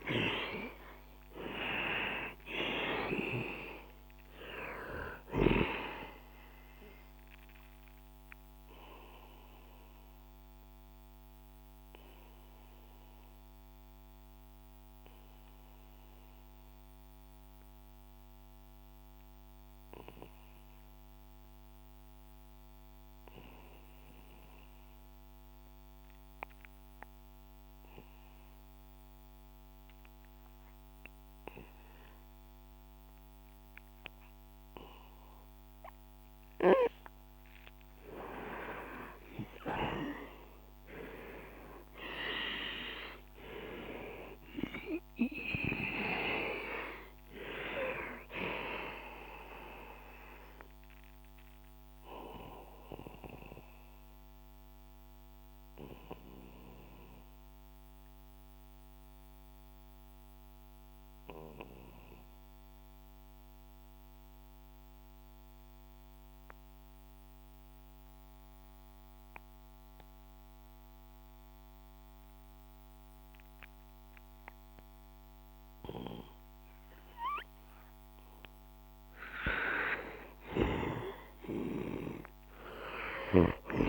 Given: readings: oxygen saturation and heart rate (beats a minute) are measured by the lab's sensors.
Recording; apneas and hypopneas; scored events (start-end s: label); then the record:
breathing in sleep by a microphone on the trachea; 2
0.00-2.00 s: arousal
0.00-24.50 s: oxygen desaturation (device-marked, oxygen 88% lowest, heart rate 59 extreme)
7.50-36.00 s: obstructive apnea (oxygen 98% before, 88% lowest, heart rate 68 before, 59 extreme, up 4 after)
38.50-69.50 s: oxygen desaturation (device-marked, oxygen 98% before, 88% lowest, heart rate 67 before, 60 extreme)
39.00-43.00 s: arousal
53.00-76.50 s: obstructive apnea (oxygen 99% before, 88% lowest, heart rate 70 before, 60 extreme, up 2 after)
79.50-83.00 s: arousal
From the record:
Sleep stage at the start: N2 (light sleep); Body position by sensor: on the back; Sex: male